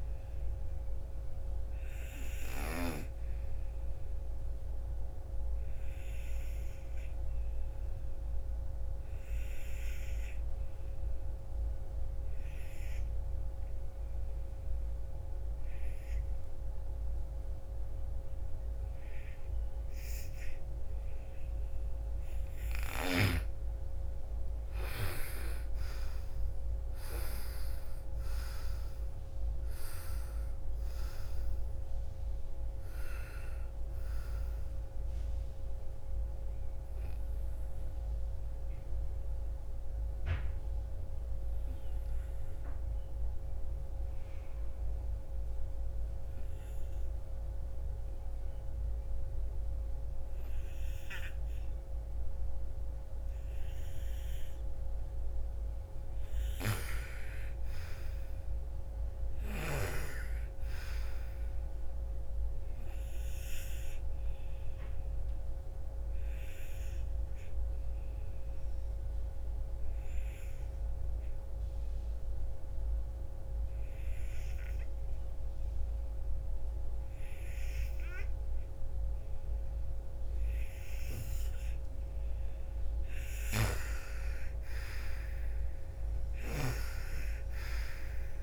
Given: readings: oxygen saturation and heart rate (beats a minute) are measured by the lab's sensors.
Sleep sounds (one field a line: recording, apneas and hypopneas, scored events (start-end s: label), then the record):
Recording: breathing in sleep by a room microphone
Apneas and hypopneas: 3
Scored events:
0.00-12.00 s: oxygen desaturation (device-marked, oxygen 92% lowest, heart rate 46 extreme)
3.00-20.50 s: obstructive apnea (oxygen 97% before, 87% lowest, heart rate 61 before, 46 extreme, up 21 after)
22.50-26.00 s: arousal
25.00-45.00 s: oxygen desaturation (device-marked, oxygen 96% before, 87% lowest, heart rate 55 before, 47 extreme)
36.00-54.50 s: obstructive apnea (oxygen 96% before, 87% lowest, heart rate 59 before, 47 extreme, up 19 after)
56.00-59.50 s: arousal
60.00-77.00 s: oxygen desaturation (device-marked, oxygen 98% before, 90% lowest, heart rate 55 before, 46 extreme)
62.00-81.00 s: obstructive apnea (oxygen 98% before, 90% lowest, heart rate 55 before, 46 extreme, up 19 after)
83.00-86.50 s: arousal
From the record:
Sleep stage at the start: N2 (light sleep)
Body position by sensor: on the front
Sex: female